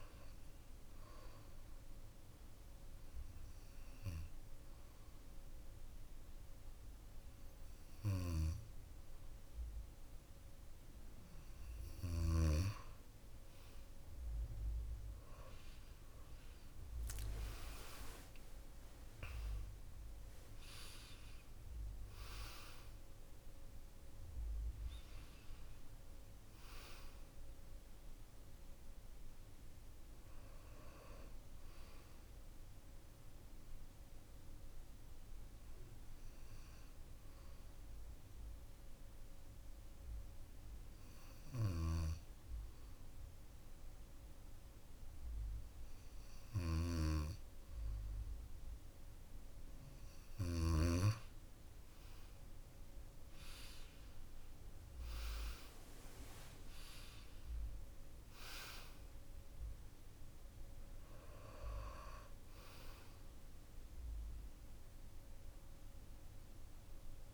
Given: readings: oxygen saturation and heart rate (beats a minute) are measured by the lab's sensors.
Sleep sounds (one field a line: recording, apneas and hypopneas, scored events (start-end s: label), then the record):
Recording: breathing in sleep by a room microphone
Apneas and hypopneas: 2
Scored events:
0.50-11.50 s: obstructive apnea (oxygen 95% before, 92% lowest, heart rate 60 before, 53 extreme, up 8 after)
14.50-19.00 s: arousal
32.50-47.50 s: obstructive apnea (oxygen 96% before, 92% lowest, heart rate 64 before, 52 extreme, up 16 after)
50.00-54.50 s: arousal
56.50-67.34 s: oxygen desaturation (device-marked, oxygen 97% before, 92% lowest, heart rate 62 before, 52 extreme)
From the record:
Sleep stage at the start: N2 (light sleep)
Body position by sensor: on the back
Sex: male